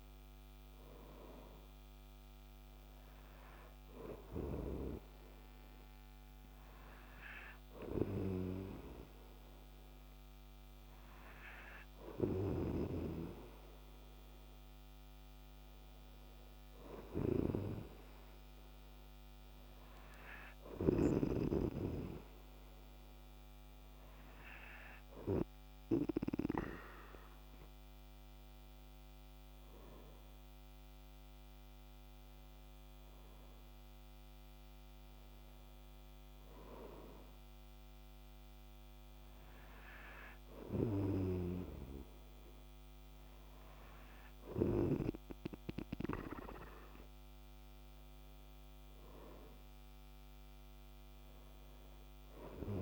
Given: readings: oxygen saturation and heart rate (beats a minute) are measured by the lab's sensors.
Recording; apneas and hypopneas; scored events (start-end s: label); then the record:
breathing in sleep by a microphone on the trachea; none
13.00-21.50 s: snoring (device-marked)
From the record:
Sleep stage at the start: N2 (light sleep); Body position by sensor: on the right side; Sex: male